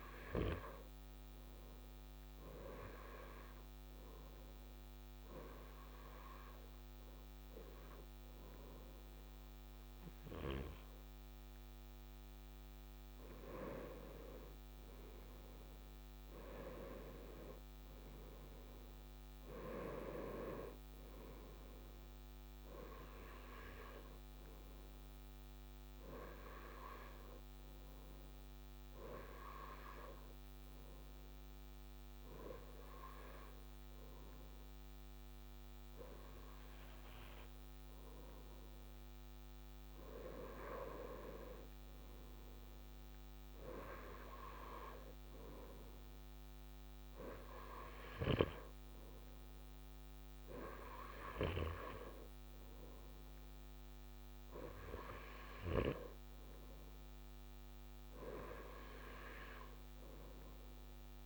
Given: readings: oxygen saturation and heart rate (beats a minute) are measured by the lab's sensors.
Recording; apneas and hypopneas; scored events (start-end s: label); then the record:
breathing in sleep by a microphone on the trachea; 1
1.00-14.50 s: hypopnea (oxygen 97% before, 95% lowest, heart rate 100 before, 59 extreme)
16.00-19.50 s: arousal
From the record:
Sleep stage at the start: N2 (light sleep); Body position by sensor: on the right side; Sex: male